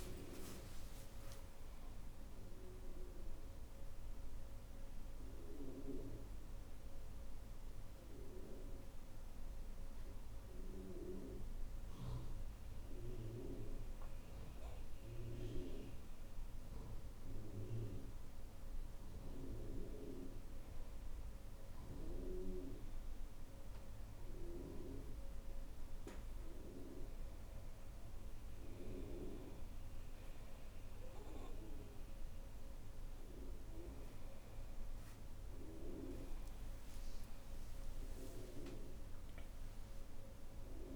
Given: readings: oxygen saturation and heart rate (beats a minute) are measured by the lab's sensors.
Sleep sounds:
breathing in sleep by a room microphone; none
33.00-37.50 s: arousal
From the record:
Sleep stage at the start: N1 (lightest sleep); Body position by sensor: on the right side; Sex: female

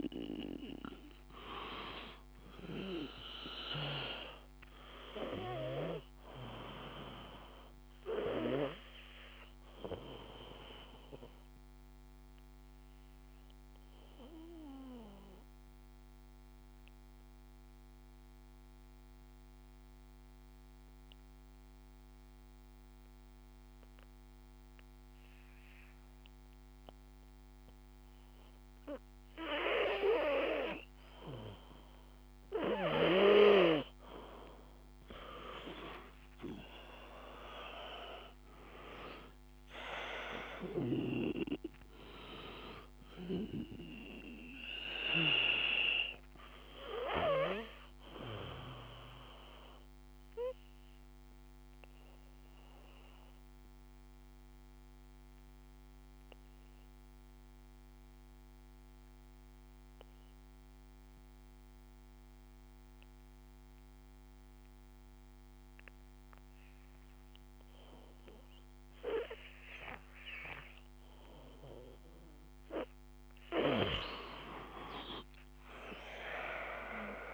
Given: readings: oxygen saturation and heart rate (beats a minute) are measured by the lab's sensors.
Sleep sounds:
breathing in sleep by a microphone on the trachea; 2
0.00-18.00 s: oxygen desaturation (device-marked, oxygen 89% lowest, heart rate 51 extreme)
9.00-29.50 s: obstructive apnea (oxygen 96% before, 89% lowest, heart rate 55 before, 51 extreme, up 2 after)
32.50-35.00 s: arousal
37.00-62.00 s: oxygen desaturation (device-marked, oxygen 97% before, 91% lowest, heart rate 54 before, 51 extreme)
48.50-71.50 s: obstructive apnea (oxygen 97% before, 90% lowest, heart rate 55 before, 51 extreme, up 4 after)
74.50-77.34 s: arousal
From the record:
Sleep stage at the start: N2 (light sleep); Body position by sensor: on the back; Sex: male

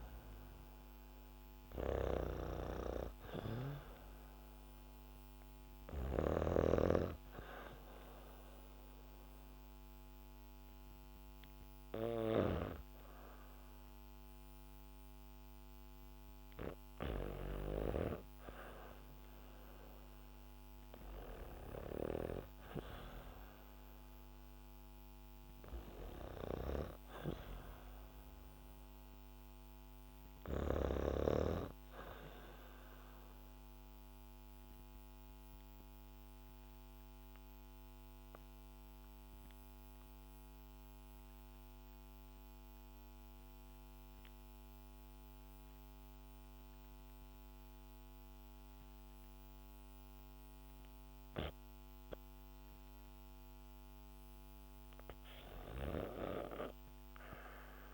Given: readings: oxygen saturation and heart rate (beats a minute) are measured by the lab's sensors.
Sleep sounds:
breathing in sleep by a microphone on the trachea; 1
0.00-18.00 s: oxygen desaturation (device-marked, oxygen 99% before, 93% lowest, heart rate 71 before, 68 extreme)
5.50-12.00 s: snoring (device-marked)
23.50-28.00 s: arousal
33.00-52.50 s: obstructive apnea (oxygen 99% before, 91% lowest, heart rate 71 before, 56 extreme)
51.00-57.00 s: bradycardia (device-marked, heart rate 71 before, 57 extreme)
53.00-57.94 s: oxygen desaturation (device-marked, oxygen 99% before, 91% lowest, heart rate 71 before, 59 extreme)
55.00-57.94 s: arousal
From the record:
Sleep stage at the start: REM sleep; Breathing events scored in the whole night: 565 in 7.1 hours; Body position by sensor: on the back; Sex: female

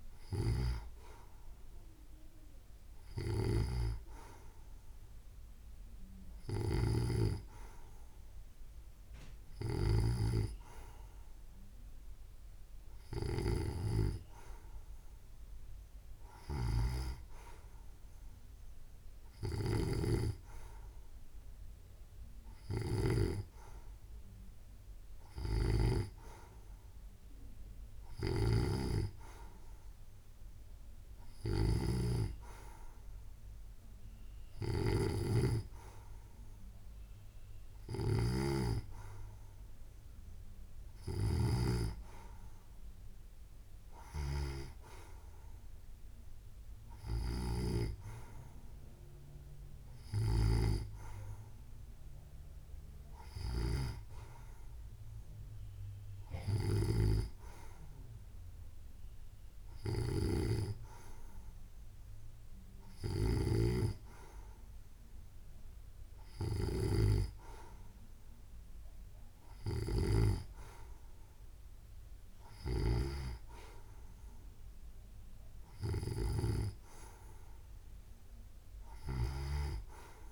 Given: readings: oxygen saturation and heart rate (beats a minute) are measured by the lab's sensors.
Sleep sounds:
breathing in sleep by a room microphone; none
none scored
From the record:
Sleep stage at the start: N2 (light sleep); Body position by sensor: on the right side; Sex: female

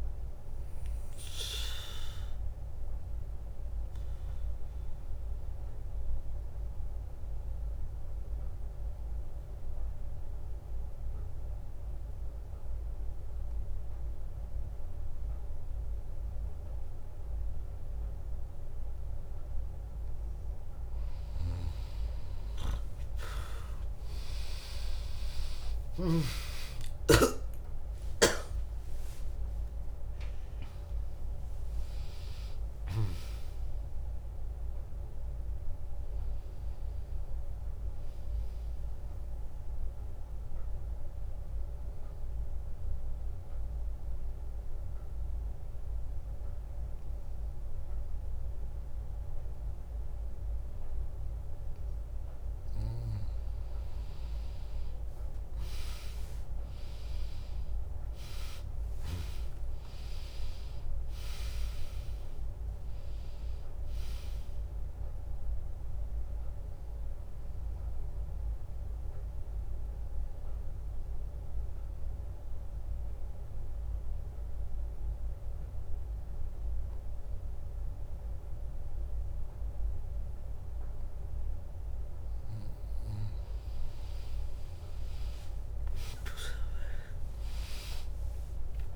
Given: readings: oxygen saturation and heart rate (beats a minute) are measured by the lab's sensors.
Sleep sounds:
breathing in sleep by a room microphone; 3
1.00-13.00 s: drop in pulse transit time (device-marked, heart rate 68 before, 73 extreme)
3.00-19.00 s: obstructive apnea (oxygen 100% before, 94% lowest, heart rate 67 before, 58 extreme, up 1 after)
23.00-50.00 s: oxygen desaturation (device-marked, oxygen 99% before, 94% lowest, heart rate 77 before, 60 extreme)
23.50-29.00 s: arousal
28.00-42.00 s: drop in pulse transit time (device-marked, heart rate 72 before, 69 extreme)
40.00-53.00 s: mixed apnea (oxygen 99% before, 95% lowest, heart rate 75 before, 60 extreme)
55.50-60.00 s: arousal
63.00-75.00 s: drop in pulse transit time (device-marked, heart rate 76 before, 74 extreme)
64.50-82.50 s: mixed apnea (oxygen 100% before, 96% lowest, heart rate 75 before, 59 extreme, up 13 after)
79.00-81.00 s: bradycardia (device-marked, heart rate 77 before, 66 extreme)
84.00-88.96 s: arousal
From the record:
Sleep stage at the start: N2 (light sleep); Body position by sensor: on the back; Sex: female

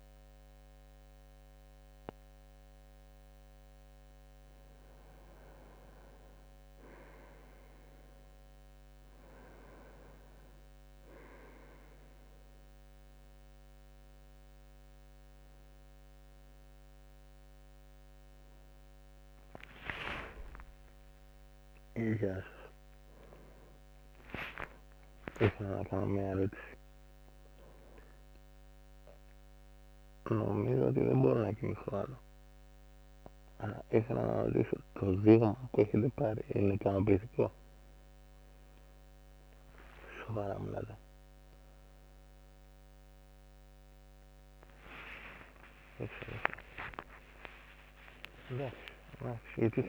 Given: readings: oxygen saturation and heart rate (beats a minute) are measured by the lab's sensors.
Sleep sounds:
a person awake in a sleep study, by a microphone on the trachea; none
14.50-24.50 s: oxygen desaturation (device-marked, oxygen 96% before, 93% lowest, heart rate 80 before, 79 extreme)
From the record:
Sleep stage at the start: awake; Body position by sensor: on the right side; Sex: male

